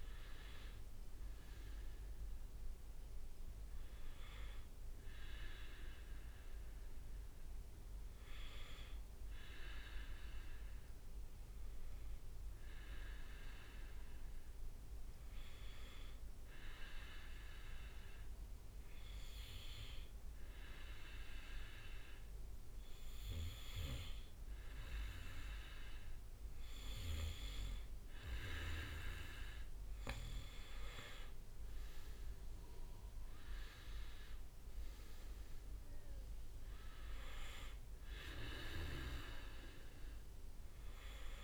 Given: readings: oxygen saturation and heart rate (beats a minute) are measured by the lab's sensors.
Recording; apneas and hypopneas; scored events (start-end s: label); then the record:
breathing in sleep by a room microphone; 1
10.50-26.50 s: hypopnea (oxygen 97% before, 95% lowest, heart rate 69 before, 58 extreme, up 8 after)
32.00-35.50 s: arousal
From the record:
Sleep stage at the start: N2 (light sleep); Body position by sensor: on the back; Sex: male